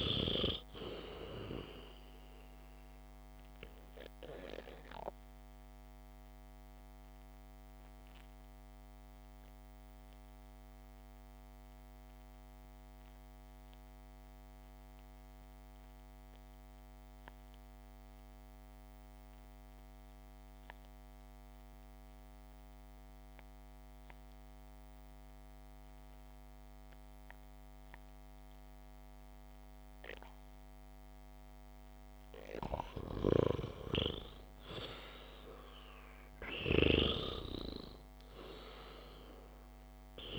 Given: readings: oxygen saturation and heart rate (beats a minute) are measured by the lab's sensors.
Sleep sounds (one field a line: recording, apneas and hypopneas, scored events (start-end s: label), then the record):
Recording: breathing in sleep by a microphone on the trachea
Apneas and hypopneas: 1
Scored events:
4.50-33.00 s: obstructive apnea (oxygen 99% before, 90% lowest, heart rate 64 before, 56 extreme, up 2 after)
17.50-32.50 s: oxygen desaturation (device-marked, oxygen 96% before, 90% lowest, heart rate 59 before, 56 extreme)
35.00-40.00 s: arousal
From the record:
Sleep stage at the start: REM sleep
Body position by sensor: on the back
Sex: male